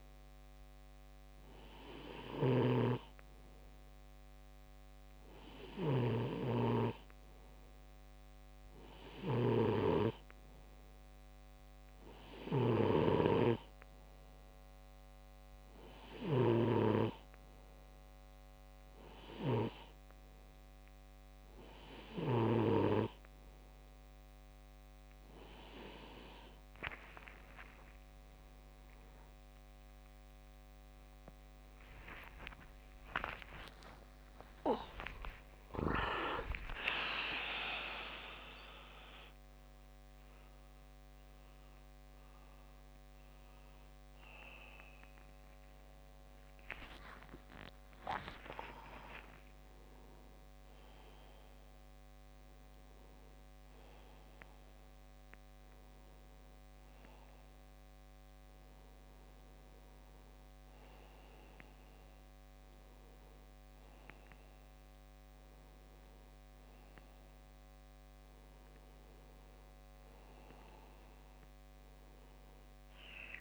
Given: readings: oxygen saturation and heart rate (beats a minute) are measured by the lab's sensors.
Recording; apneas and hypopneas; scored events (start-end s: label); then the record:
a person partly awake in a sleep study, by a microphone on the trachea; none
0.00-4.00 s: bradycardia (device-marked, heart rate 59 extreme)
2.50-23.00 s: snoring (device-marked)
31.00-37.00 s: tachycardia (device-marked, heart rate 61 before, 123 extreme)
32.50-34.50 s: long interval between heartbeats (device-marked, heart rate 61 before, 81 extreme)
34.50-36.50 s: long interval between heartbeats (device-marked, heart rate 64 before, 119 extreme)
35.00-65.00 s: new sleep stage, awake
48.50-50.50 s: long interval between heartbeats (device-marked, heart rate 88 before, 87 extreme)
65.00-73.41 s: new sleep stage, N1 (lightest sleep)
From the record:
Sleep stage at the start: N3 (deep sleep); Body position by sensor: on the back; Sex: male